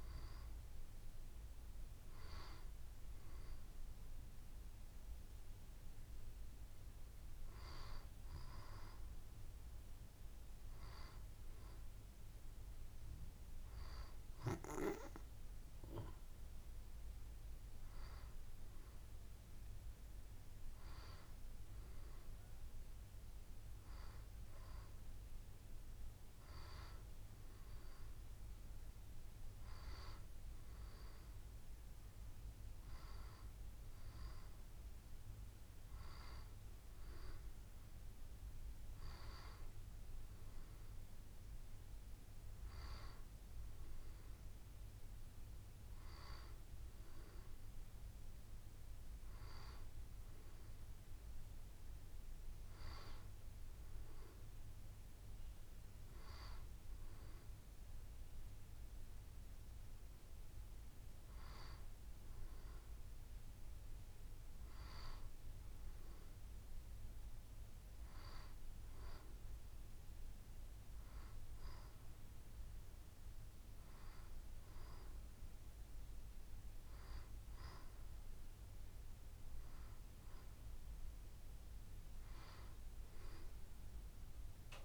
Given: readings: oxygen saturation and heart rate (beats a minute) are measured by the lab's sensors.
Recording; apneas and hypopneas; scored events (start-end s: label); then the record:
breathing in sleep by a room microphone; none
none scored
From the record:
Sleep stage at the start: N2 (light sleep); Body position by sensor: on the back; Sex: female